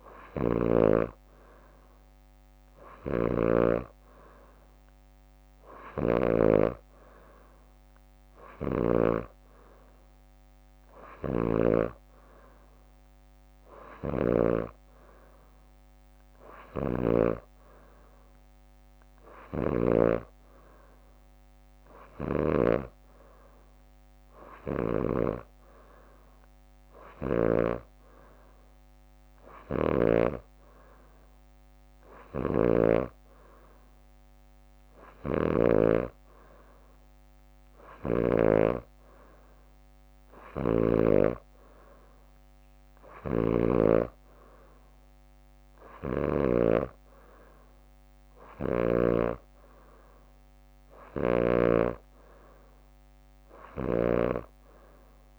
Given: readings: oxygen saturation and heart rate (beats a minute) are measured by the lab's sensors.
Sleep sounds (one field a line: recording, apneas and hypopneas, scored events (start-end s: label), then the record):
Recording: breathing in sleep by a microphone on the trachea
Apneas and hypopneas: none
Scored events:
0.00-6.50 s: snoring (device-marked)
5.50-7.00 s: leg movement (device-marked)
11.00-20.00 s: snoring (device-marked)
19.00-21.00 s: leg movement (device-marked)
22.00-23.00 s: leg movement (device-marked)
29.50-33.00 s: snoring (device-marked)
32.00-39.50 s: leg movement (device-marked)
35.00-38.50 s: snoring (device-marked)
43.00-45.00 s: leg movement (device-marked)
43.00-46.50 s: snoring (device-marked)
53.50-55.39 s: snoring (device-marked)
From the record:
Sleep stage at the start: N3 (deep sleep)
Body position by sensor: on the back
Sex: female